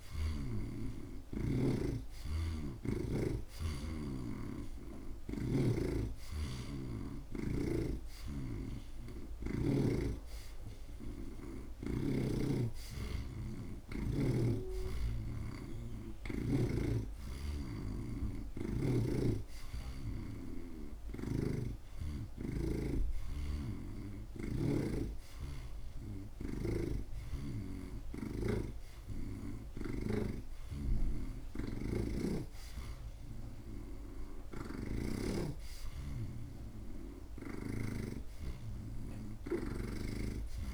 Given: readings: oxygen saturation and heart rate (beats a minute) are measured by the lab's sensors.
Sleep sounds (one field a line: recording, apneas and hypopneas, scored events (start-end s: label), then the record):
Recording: breathing in sleep by a room microphone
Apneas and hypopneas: none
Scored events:
2.00-5.50 s: snoring (device-marked)
17.50-21.50 s: snoring (device-marked)
23.50-30.50 s: snoring (device-marked)
From the record:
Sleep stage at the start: N2 (light sleep)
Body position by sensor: on the right side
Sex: male